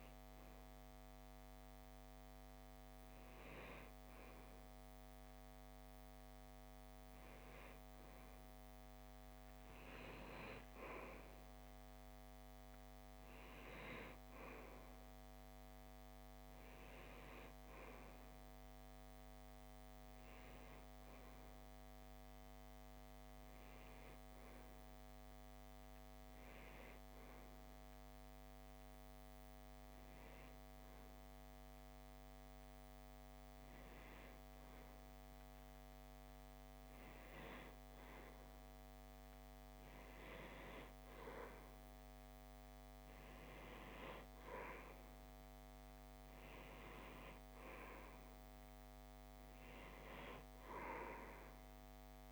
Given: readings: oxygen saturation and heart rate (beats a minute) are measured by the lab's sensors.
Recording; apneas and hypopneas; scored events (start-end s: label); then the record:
breathing in sleep by a microphone on the trachea; none
22.00-52.32 s: new sleep stage, N2 (light sleep)
From the record:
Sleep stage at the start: N1 (lightest sleep); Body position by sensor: on the left side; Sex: male